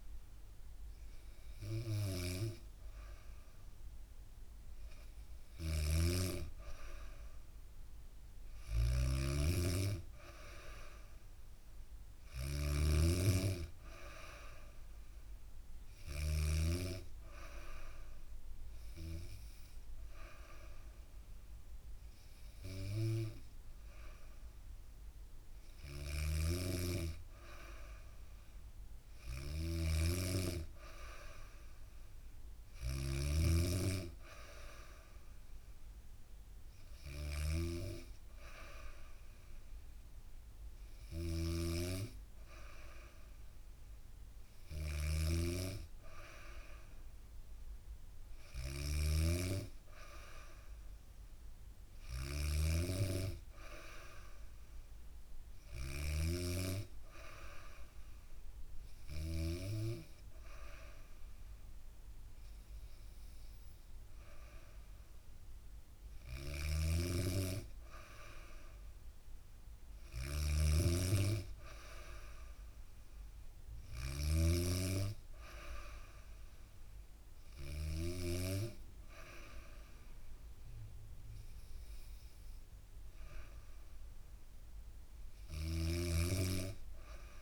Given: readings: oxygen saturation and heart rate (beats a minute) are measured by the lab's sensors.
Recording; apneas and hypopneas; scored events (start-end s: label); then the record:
breathing in sleep by a room microphone; none
1.00-16.00 s: snoring (device-marked)
25.00-55.50 s: snoring (device-marked)
65.50-77.50 s: snoring (device-marked)
84.50-87.42 s: snoring (device-marked)
From the record:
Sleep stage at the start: N2 (light sleep); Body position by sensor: on the back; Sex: female